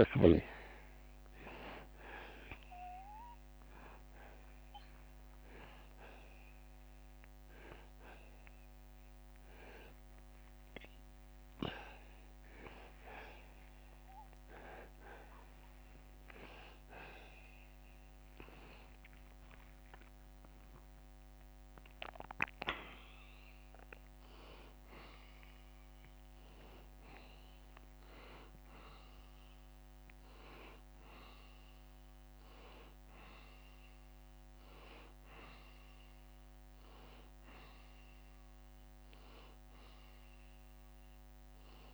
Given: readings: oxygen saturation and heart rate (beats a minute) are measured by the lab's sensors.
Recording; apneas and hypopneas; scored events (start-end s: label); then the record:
a person partly awake in a sleep study, by a microphone on the trachea; none
1.00-3.00 s: long interval between heartbeats (device-marked, heart rate 93 before, 96 extreme)
5.00-7.00 s: long interval between heartbeats (device-marked, heart rate 99 before, 144 extreme)
6.00-41.94 s: new sleep stage, N2 (light sleep)
10.50-12.50 s: long interval between heartbeats (device-marked, heart rate 111 before, 106 extreme)
14.00-16.00 s: long interval between heartbeats (device-marked, heart rate 112 before, 117 extreme)
18.00-24.00 s: tachycardia (device-marked, heart rate 112 before, 107 extreme)
21.00-23.00 s: long interval between heartbeats (device-marked, heart rate 115 before, 107 extreme)
21.00-32.00 s: drop in pulse transit time (device-marked, heart rate 115 before, 87 extreme)
31.00-33.00 s: oxygen desaturation (device-marked, oxygen 92% before, 89% lowest, heart rate 103 before, 82 extreme)
From the record:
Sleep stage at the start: awake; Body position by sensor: on the back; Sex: male